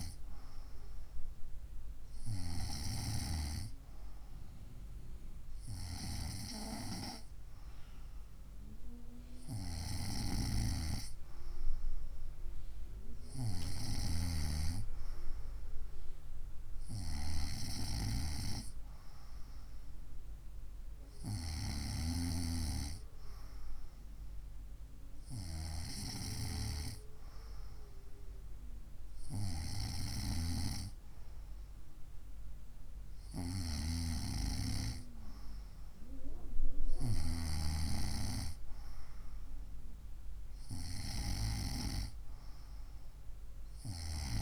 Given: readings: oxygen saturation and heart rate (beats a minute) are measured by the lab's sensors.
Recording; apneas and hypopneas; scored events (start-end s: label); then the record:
breathing in sleep by a room microphone; none
none scored
From the record:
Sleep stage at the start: N2 (light sleep); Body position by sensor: on the right side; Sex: female